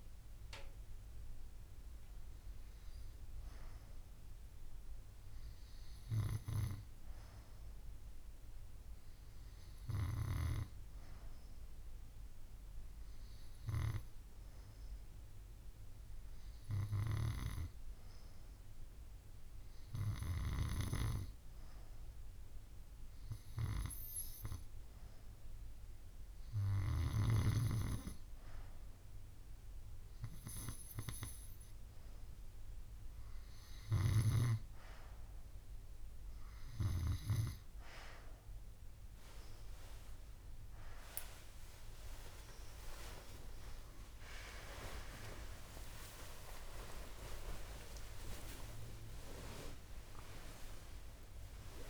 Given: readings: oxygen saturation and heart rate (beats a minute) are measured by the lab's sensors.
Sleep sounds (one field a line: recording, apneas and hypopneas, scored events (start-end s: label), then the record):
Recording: a person partly awake in a sleep study, by a room microphone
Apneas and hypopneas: none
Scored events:
38.50-47.50 s: tachycardia (device-marked)
38.50-51.90 s: new sleep stage, awake
41.50-43.50 s: long interval between heartbeats (device-marked)
From the record:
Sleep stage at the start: N2 (light sleep)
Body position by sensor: on the right side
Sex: female